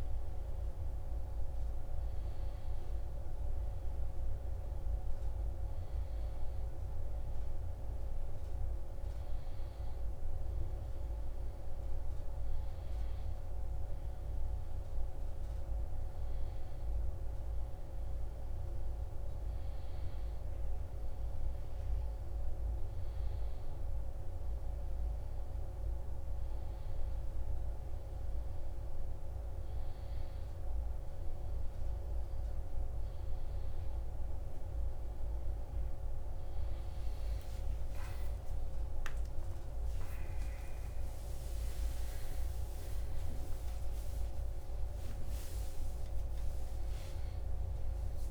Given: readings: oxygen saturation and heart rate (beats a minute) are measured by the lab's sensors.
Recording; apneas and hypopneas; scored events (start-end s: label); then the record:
a person awake in a sleep study, hard to hear, by a room microphone; none
0.00-17.00 s: oxygen desaturation (device-marked, oxygen 91% lowest)
21.00-48.31 s: new sleep stage, awake
From the record:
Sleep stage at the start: N1 (lightest sleep); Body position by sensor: on the right side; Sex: male